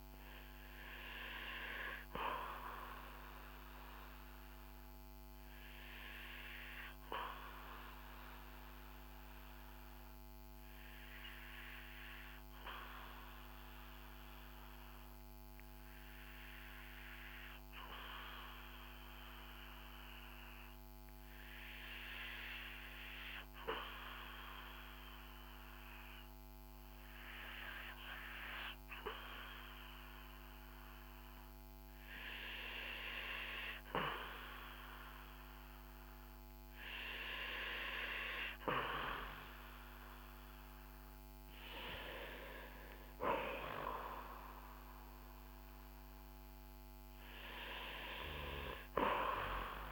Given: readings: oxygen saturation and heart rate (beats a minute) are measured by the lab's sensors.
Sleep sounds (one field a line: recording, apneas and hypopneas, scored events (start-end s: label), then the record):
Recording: breathing in sleep by a microphone on the trachea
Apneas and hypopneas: 1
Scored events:
7.50-26.50 s: obstructive apnea (oxygen 94% before, 91% lowest, heart rate 57 before, 52 extreme, up 9 after)
29.00-33.50 s: arousal
From the record:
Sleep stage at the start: REM sleep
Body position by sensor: on the back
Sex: male